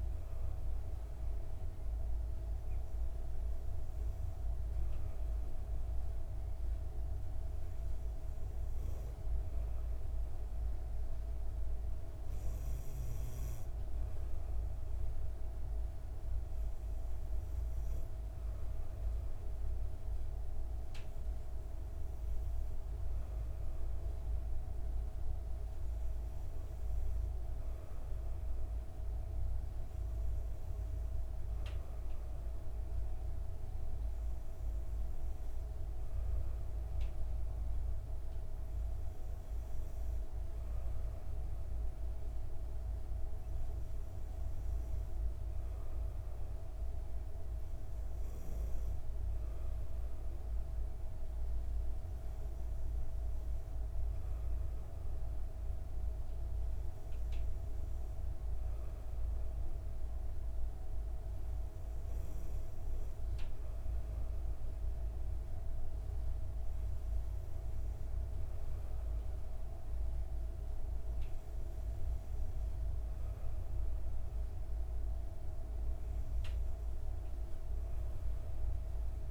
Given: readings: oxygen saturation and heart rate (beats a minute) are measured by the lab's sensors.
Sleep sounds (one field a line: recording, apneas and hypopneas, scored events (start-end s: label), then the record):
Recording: breathing in sleep, hard to hear, by a room microphone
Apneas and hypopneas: none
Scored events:
none scored
From the record:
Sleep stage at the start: N2 (light sleep)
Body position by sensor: on the back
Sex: female